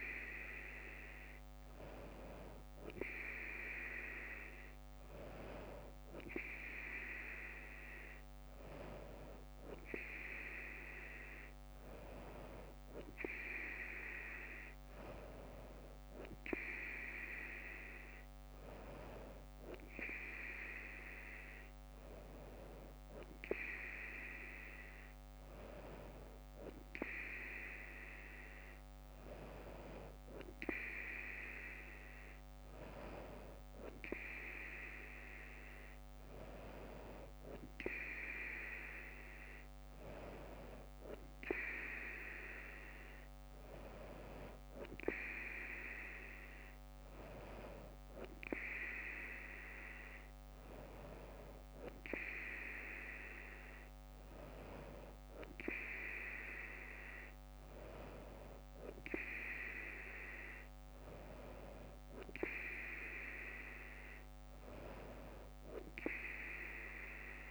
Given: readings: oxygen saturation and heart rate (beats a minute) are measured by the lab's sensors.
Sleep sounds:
breathing in sleep by a microphone on the trachea; none
3.00-33.00 s: new sleep stage, N2 (light sleep)
33.00-67.50 s: new sleep stage, N3 (deep sleep)
From the record:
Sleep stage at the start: N3 (deep sleep); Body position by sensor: on the front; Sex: female

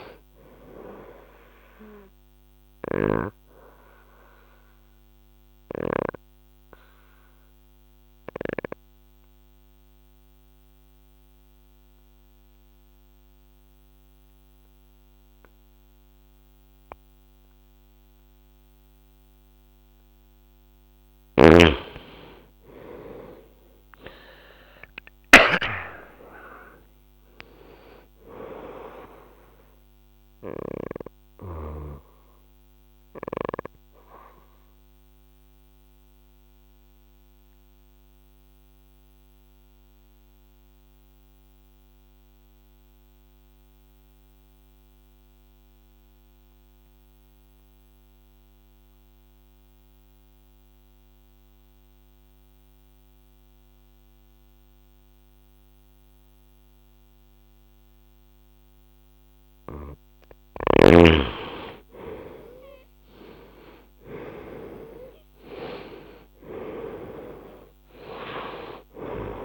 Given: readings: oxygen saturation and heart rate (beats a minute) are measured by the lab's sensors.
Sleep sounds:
breathing in sleep by a microphone on the trachea; 2
0.00-16.00 s: oxygen desaturation (device-marked, oxygen 91% lowest, heart rate 59 extreme)
1.00-19.00 s: obstructive apnea (oxygen 97% before, 89% lowest, heart rate 72 before, 59 extreme, up 14 after)
20.50-25.00 s: snoring (device-marked)
21.50-27.00 s: arousal
30.00-34.00 s: oxygen desaturation (device-marked, oxygen 98% before, 93% lowest, heart rate 68 before, 59 extreme)
32.00-58.00 s: obstructive apnea (oxygen 99% before, 89% lowest, heart rate 70 before, 59 extreme, up 9 after)
35.00-37.00 s: bradycardia (device-marked, heart rate 74 before, 63 extreme)
36.00-44.00 s: oxygen desaturation (device-marked, oxygen 97% before, 93% lowest, heart rate 71 before, 61 extreme)
54.00-69.44 s: oxygen desaturation (device-marked, oxygen 99% before, 89% lowest, heart rate 64 before, 65 extreme)
60.50-65.00 s: arousal
From the record:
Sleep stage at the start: N2 (light sleep); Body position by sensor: on the right side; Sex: female

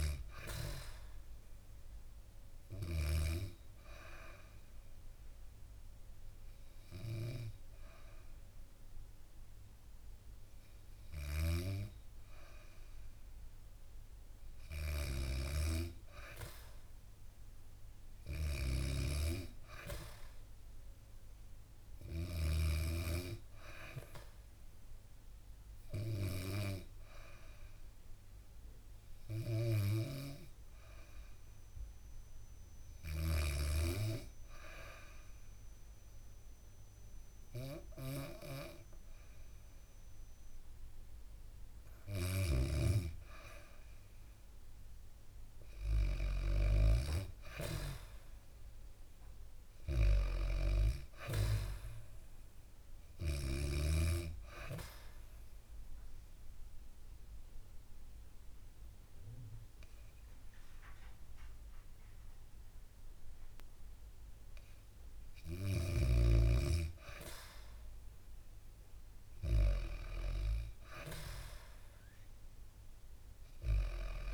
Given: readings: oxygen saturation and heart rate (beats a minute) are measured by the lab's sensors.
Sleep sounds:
breathing in sleep by a room microphone; 3
0.00-16.00 s: oxygen desaturation (device-marked, oxygen 94% lowest, heart rate 61 extreme)
1.50-13.50 s: hypopnea (oxygen 97% before, 92% lowest, heart rate 63 before, 61 extreme, up 6 after)
16.50-20.00 s: arousal
17.50-22.00 s: snoring (device-marked)
25.50-43.00 s: hypopnea (oxygen 97% before, 92% lowest, heart rate 64 before, 62 extreme, up 1 after)
41.00-66.00 s: oxygen desaturation (device-marked, oxygen 95% before, 92% lowest, heart rate 65 before, 62 extreme)
41.50-46.00 s: snoring (device-marked)
45.00-49.00 s: arousal
54.00-64.50 s: obstructive apnea (oxygen 95% before, 92% lowest, heart rate 64 before, 64 extreme, up 2 after)
66.50-71.00 s: arousal
From the record:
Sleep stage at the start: N2 (light sleep); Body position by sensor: on the back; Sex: female

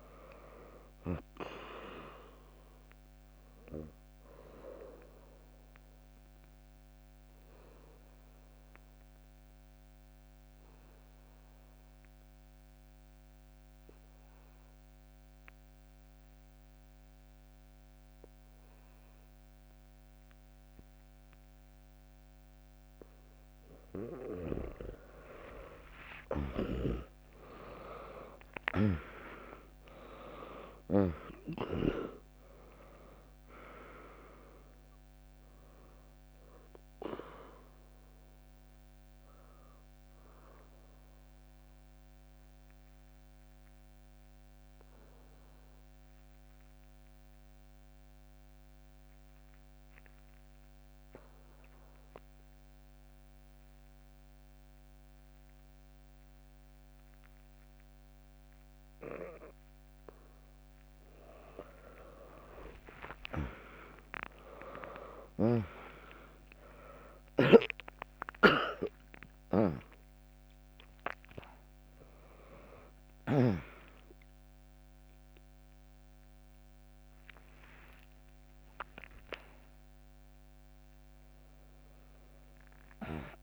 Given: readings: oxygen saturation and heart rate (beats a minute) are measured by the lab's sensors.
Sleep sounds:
breathing in sleep by a microphone on the trachea; 2
0.00-13.50 s: drop in pulse transit time (device-marked, heart rate 67 extreme)
5.00-23.00 s: obstructive apnea (oxygen 100% before, 96% lowest, heart rate 76 before, 56 extreme, up 33 after)
18.50-24.50 s: bradycardia (device-marked, heart rate 74 before, 56 extreme)
25.00-29.00 s: arousal
28.50-30.50 s: long interval between heartbeats (device-marked, heart rate 71 before, 78 extreme)
28.50-40.50 s: drop in pulse transit time (device-marked, heart rate 71 before, 78 extreme)
31.50-49.50 s: oxygen desaturation (device-marked, oxygen 100% before, 96% lowest, heart rate 71 before, 56 extreme)
39.00-59.00 s: obstructive apnea (oxygen 100% before, 95% lowest, heart rate 74 before, 56 extreme)
57.50-62.50 s: bradycardia (device-marked, heart rate 74 before, 57 extreme)
60.00-65.50 s: arousal
66.50-83.43 s: oxygen desaturation (device-marked, oxygen 100% before, 95% lowest, heart rate 72 before, 60 extreme)
68.50-83.43 s: drop in pulse transit time (device-marked, heart rate 70 before, 66 extreme)
From the record:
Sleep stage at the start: N2 (light sleep); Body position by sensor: on the back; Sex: female

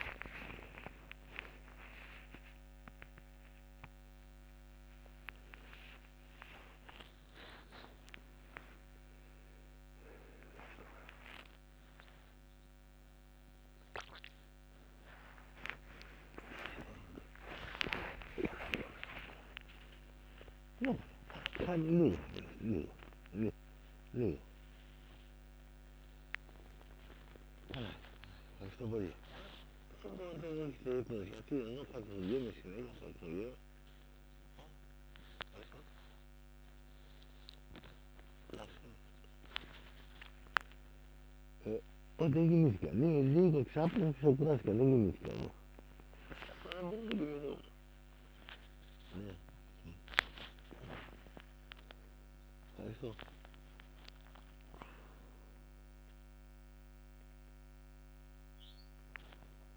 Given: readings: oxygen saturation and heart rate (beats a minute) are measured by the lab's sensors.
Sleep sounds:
a person awake in a sleep study, by a microphone on the trachea; none
8.00-19.00 s: oxygen desaturation (device-marked, oxygen 97% before, 94% lowest)
From the record:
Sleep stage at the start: awake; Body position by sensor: on the back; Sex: male

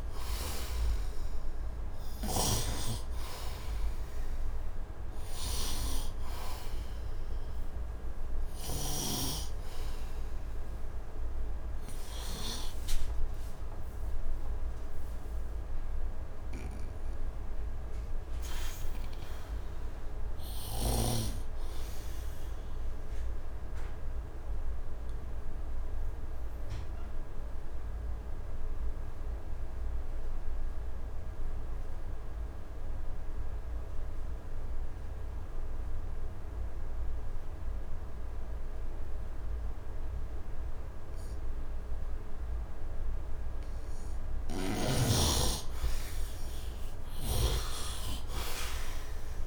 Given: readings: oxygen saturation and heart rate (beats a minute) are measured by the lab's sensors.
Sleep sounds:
breathing in sleep by a room microphone; 1
0.00-21.00 s: oxygen desaturation (device-marked, oxygen 68% lowest, heart rate 68 extreme)
14.00-44.00 s: obstructive apnea (oxygen 90% before, 68% lowest, heart rate 84 before, 68 extreme, up 14 after)
16.00-21.00 s: snoring (device-marked)
39.00-49.47 s: oxygen desaturation (device-marked, oxygen 99% before, 78% lowest, heart rate 77 before, 70 extreme)
46.00-49.47 s: arousal
46.50-49.47 s: snoring (device-marked)
From the record:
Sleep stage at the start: N2 (light sleep); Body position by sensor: on the right side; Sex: male

